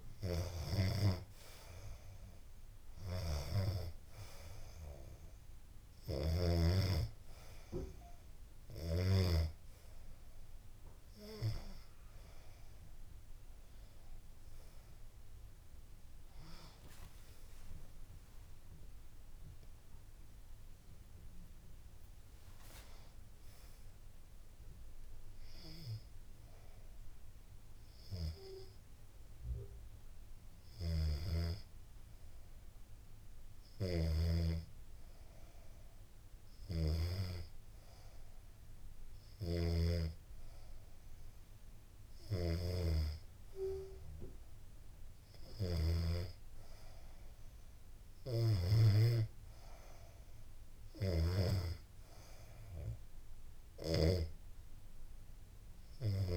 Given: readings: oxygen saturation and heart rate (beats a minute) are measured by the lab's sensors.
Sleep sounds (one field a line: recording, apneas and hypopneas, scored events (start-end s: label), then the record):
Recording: breathing in sleep by a room microphone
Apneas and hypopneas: none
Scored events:
0.00-2.50 s: arousal
32.50-38.50 s: snoring (device-marked)
From the record:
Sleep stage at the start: N2 (light sleep)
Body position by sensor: on the back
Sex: female